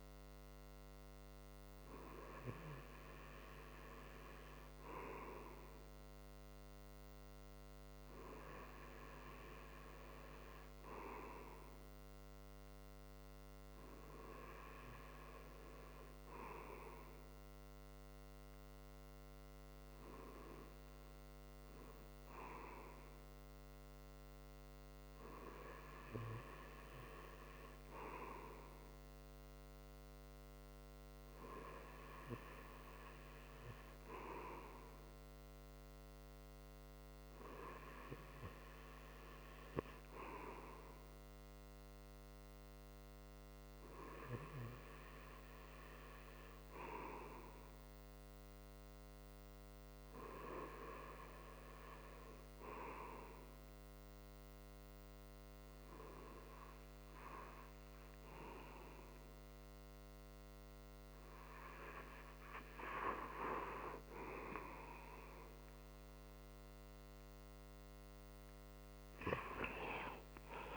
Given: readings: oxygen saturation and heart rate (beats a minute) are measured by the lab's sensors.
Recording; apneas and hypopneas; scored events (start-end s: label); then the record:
breathing in sleep by a microphone on the trachea; none
none scored
From the record:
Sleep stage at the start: N2 (light sleep); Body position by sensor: on the right side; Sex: male